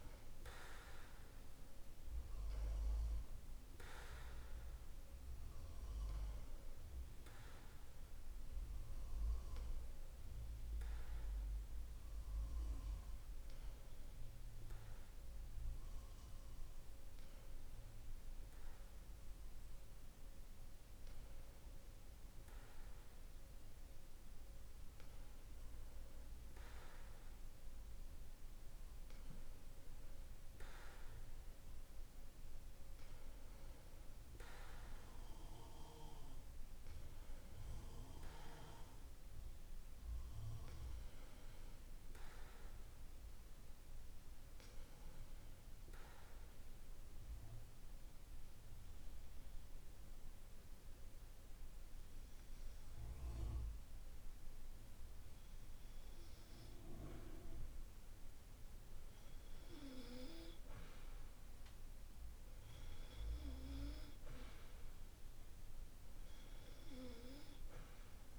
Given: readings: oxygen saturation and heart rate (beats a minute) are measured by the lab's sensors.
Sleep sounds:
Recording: breathing in sleep by a room microphone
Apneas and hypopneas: 1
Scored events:
45.00-57.50 s: obstructive apnea (oxygen 96% before, 93% lowest, heart rate 50 before, 49 extreme, up 1 after)
59.00-62.50 s: arousal
From the record:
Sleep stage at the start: N2 (light sleep)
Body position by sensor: on the back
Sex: male

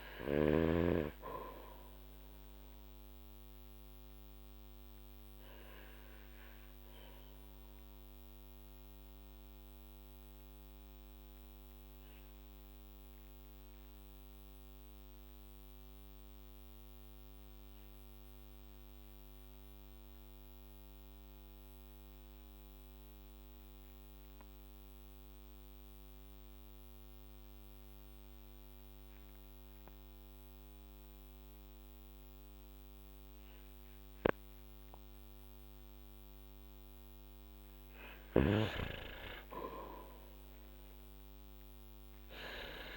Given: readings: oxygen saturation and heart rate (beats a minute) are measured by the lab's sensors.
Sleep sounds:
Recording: breathing in sleep by a microphone on the trachea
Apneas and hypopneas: 1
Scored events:
4.50-36.00 s: obstructive apnea (oxygen 98% before, 93% lowest, heart rate 53 before, 44 extreme, up 6 after)
31.50-38.50 s: oxygen desaturation (device-marked, oxygen 98% before, 94% lowest, heart rate 48 before, 44 extreme)
39.50-42.96 s: arousal
From the record:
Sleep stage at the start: N2 (light sleep)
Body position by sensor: on the back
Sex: male

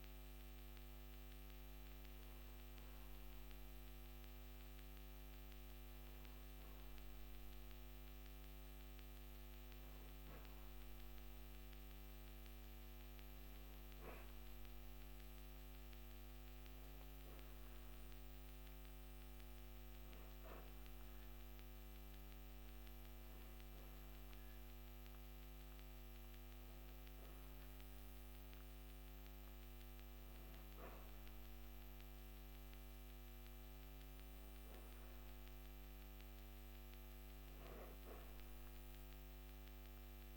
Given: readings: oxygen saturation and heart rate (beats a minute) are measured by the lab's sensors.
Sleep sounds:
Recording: breathing in sleep, hard to hear, by a microphone on the trachea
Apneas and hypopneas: none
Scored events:
none scored
From the record:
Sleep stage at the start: N2 (light sleep)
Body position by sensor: on the back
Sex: female

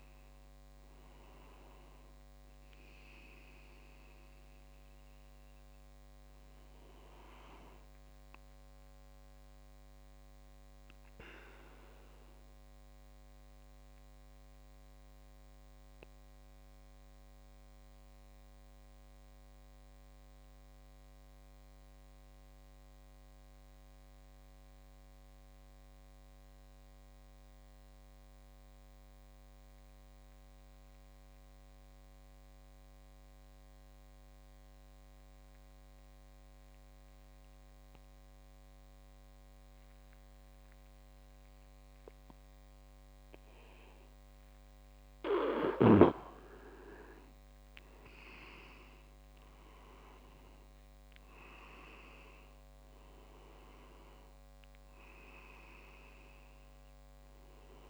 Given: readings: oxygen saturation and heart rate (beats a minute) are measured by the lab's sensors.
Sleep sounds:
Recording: breathing in sleep by a microphone on the trachea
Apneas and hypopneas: 1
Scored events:
0.00-16.50 s: oxygen desaturation (device-marked, oxygen 89% lowest)
10.50-45.00 s: mixed apnea (oxygen 96% before, 87% lowest)
35.50-57.90 s: oxygen desaturation (device-marked, oxygen 98% before, 87% lowest)
47.50-53.00 s: arousal
48.00-52.50 s: leg movement (device-marked)
From the record:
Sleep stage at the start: N2 (light sleep)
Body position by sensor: on the back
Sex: male

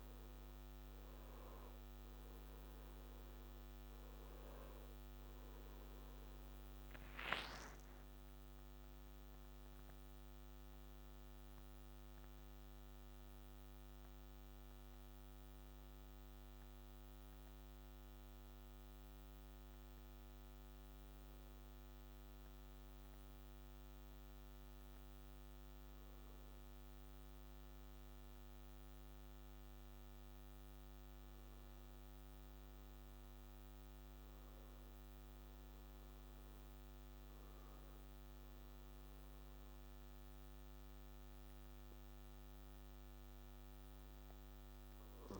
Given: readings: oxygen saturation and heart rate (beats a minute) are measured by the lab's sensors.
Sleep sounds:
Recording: breathing in sleep, hard to hear, by a microphone on the trachea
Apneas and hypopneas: 1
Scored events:
0.00-3.50 s: oxygen desaturation (device-marked, oxygen 92% lowest, heart rate 71 extreme)
10.50-25.00 s: hypopnea (oxygen 96% before, 93% lowest, heart rate 73 before, 70 extreme, up 1 after)
27.00-31.50 s: arousal
From the record:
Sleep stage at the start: N1 (lightest sleep)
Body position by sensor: on the back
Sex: male

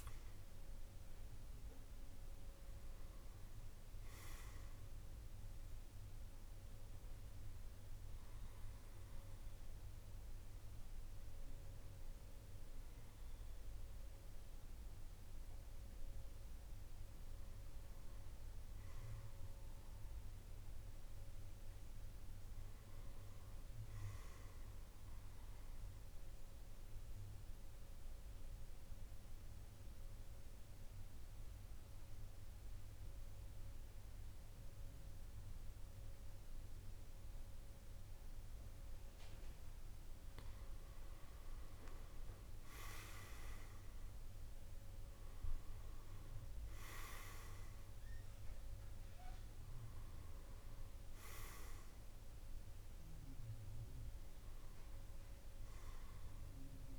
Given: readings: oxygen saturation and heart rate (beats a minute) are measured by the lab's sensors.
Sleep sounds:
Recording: breathing in sleep, hard to hear, by a room microphone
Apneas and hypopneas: 2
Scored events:
7.50-17.50 s: obstructive apnea (oxygen 97% before, 91% lowest, heart rate 52 before, 48 extreme, up 6 after)
19.50-22.50 s: arousal
24.00-39.00 s: oxygen desaturation (device-marked, oxygen 97% before, 94% lowest, heart rate 51 before, 49 extreme)
26.50-40.00 s: obstructive apnea (oxygen 97% before, 91% lowest, heart rate 51 before, 49 extreme, up 9 after)
41.00-44.50 s: arousal
41.00-56.99 s: oxygen desaturation (device-marked, oxygen 96% before, 91% lowest, heart rate 52 before, 49 extreme)
From the record:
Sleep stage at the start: N2 (light sleep)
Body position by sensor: on the back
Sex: male

